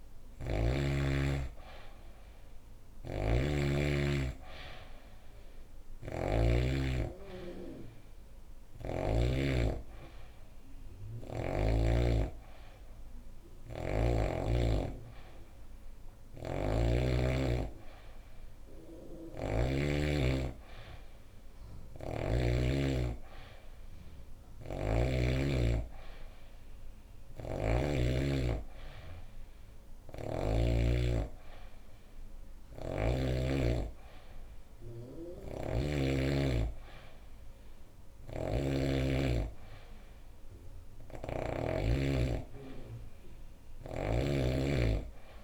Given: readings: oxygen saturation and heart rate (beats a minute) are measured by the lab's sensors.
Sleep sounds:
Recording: breathing in sleep by a room microphone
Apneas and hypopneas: none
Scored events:
2.50-9.00 s: snoring (device-marked)
16.00-19.50 s: snoring (device-marked)
24.00-27.50 s: snoring (device-marked)
29.50-33.00 s: snoring (device-marked)
35.00-38.50 s: snoring (device-marked)
40.50-44.00 s: snoring (device-marked)
From the record:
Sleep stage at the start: N3 (deep sleep)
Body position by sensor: on the back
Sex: female

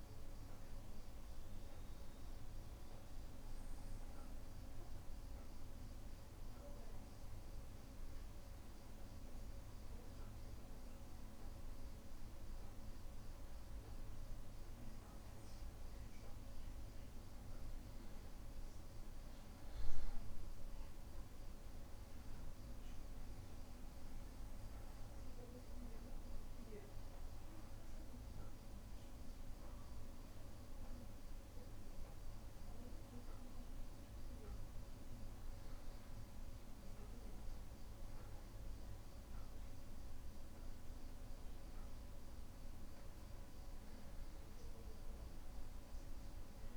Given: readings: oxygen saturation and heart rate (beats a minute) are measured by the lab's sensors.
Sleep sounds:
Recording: breathing in sleep, hard to hear, by a room microphone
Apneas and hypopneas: none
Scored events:
none scored
From the record:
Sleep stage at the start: N2 (light sleep)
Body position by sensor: on the back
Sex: male

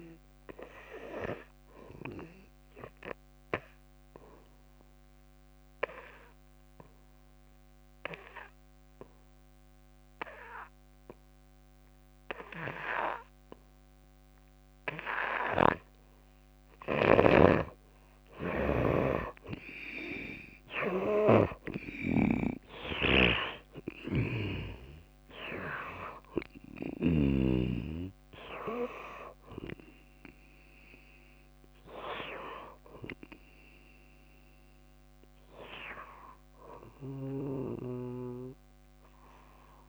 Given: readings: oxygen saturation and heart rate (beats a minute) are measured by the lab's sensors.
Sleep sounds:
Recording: breathing in sleep by a microphone on the trachea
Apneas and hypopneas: 1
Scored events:
0.00-39.89 s: oxygen desaturation (device-marked, oxygen 72% lowest, heart rate 53 extreme)
4.00-16.50 s: obstructive apnea (oxygen 98% before, 72% lowest, heart rate 63 before, 53 extreme, up 8 after)
17.00-27.50 s: snoring (device-marked)
18.50-23.50 s: arousal
From the record:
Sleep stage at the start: N2 (light sleep)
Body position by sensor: on the back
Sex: female

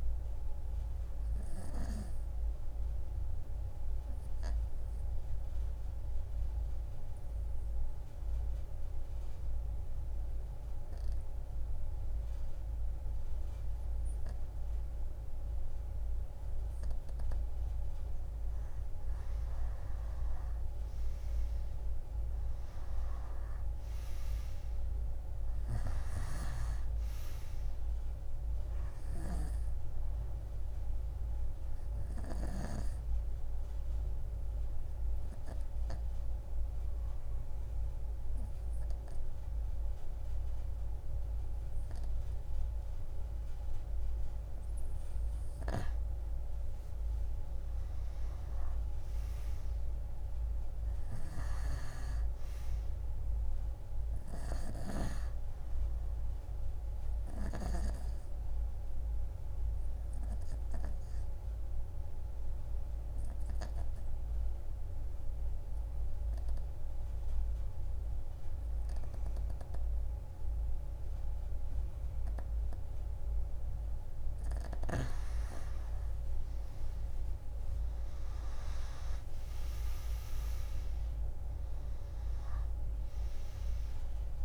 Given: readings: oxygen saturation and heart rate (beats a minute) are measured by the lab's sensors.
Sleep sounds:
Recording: breathing in sleep by a room microphone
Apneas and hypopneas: 3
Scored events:
0.00-12.50 s: oxygen desaturation (device-marked, oxygen 90% lowest)
2.00-16.50 s: obstructive apnea (oxygen 99% before, 90% lowest)
19.50-23.00 s: arousal
24.50-43.50 s: oxygen desaturation (device-marked, oxygen 96% before, 90% lowest)
26.00-32.50 s: snoring (device-marked)
30.50-44.50 s: obstructive apnea (oxygen 96% before, 87% lowest)
47.50-51.50 s: arousal
54.00-57.50 s: snoring (device-marked)
57.00-73.50 s: obstructive apnea (oxygen 96% before, 86% lowest)
76.50-84.45 s: oxygen desaturation (device-marked, oxygen 95% before, 87% lowest)
77.50-81.50 s: arousal
From the record:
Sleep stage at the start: N2 (light sleep)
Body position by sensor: on the right side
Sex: female

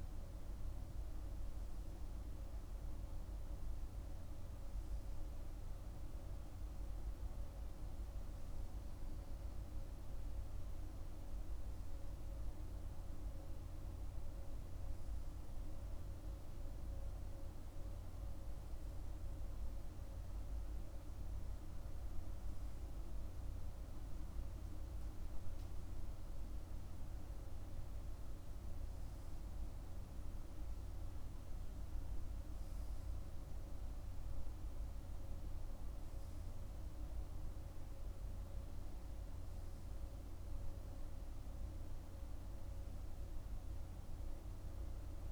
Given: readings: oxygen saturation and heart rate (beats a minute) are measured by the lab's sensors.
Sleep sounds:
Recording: breathing in sleep, hard to hear, by a room microphone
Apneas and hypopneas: none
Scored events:
none scored
From the record:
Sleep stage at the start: N3 (deep sleep)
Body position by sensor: on the right side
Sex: male

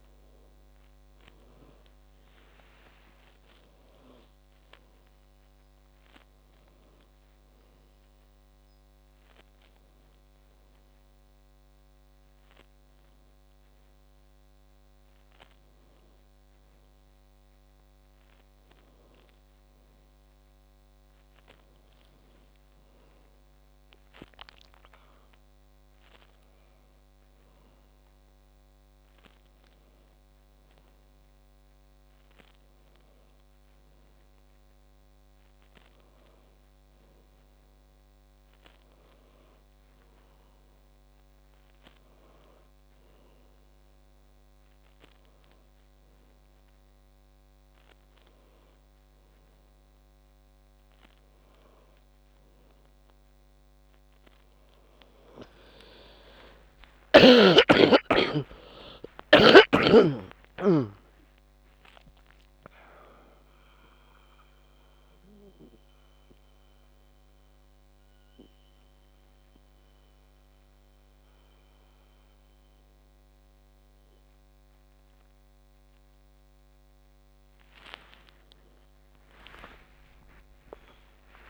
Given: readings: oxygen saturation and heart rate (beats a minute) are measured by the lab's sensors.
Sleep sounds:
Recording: a person awake in a sleep study, by a microphone on the trachea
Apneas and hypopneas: none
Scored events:
14.50-74.50 s: new sleep stage, awake
74.50-81.50 s: new sleep stage, N1 (lightest sleep)
From the record:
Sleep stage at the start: N1 (lightest sleep)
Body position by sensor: on the back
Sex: female

